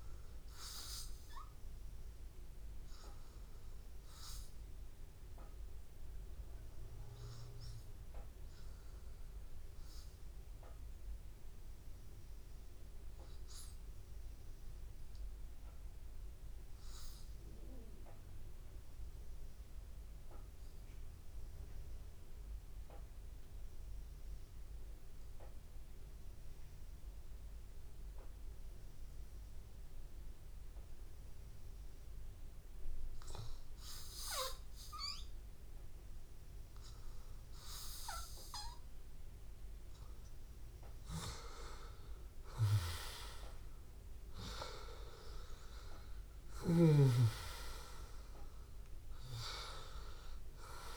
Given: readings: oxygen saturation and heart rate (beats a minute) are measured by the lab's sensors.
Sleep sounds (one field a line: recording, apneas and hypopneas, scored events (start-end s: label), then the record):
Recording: breathing in sleep by a room microphone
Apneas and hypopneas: 1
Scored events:
1.50-38.50 s: obstructive apnea (oxygen 98% before, 91% lowest, heart rate 82 before, 81 extreme, up 2 after)
27.50-50.97 s: oxygen desaturation (device-marked, oxygen 97% before, 91% lowest, heart rate 81 before, 82 extreme)
42.00-46.50 s: arousal
From the record:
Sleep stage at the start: N2 (light sleep)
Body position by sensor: on the back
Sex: male